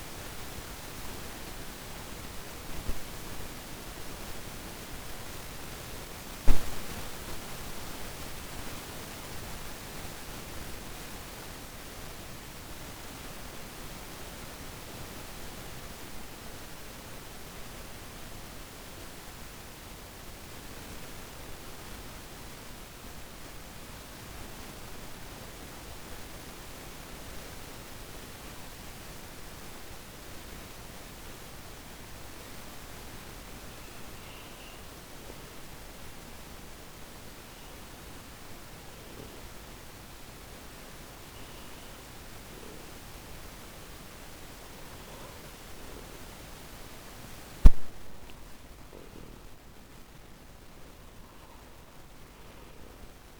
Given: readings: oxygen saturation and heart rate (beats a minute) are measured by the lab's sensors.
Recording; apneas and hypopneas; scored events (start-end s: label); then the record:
breathing in sleep by a microphone on the trachea; 1
0.00-18.50 s: oxygen desaturation (device-marked, oxygen 92% lowest, heart rate 47 extreme)
3.00-31.50 s: obstructive apnea (oxygen 96% before, 92% lowest, heart rate 112 before, 66 extreme)
34.50-39.00 s: arousal
49.50-53.40 s: oxygen desaturation (device-marked, oxygen 97% before, 94% lowest)
From the record:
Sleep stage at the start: N1 (lightest sleep); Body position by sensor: on the back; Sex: male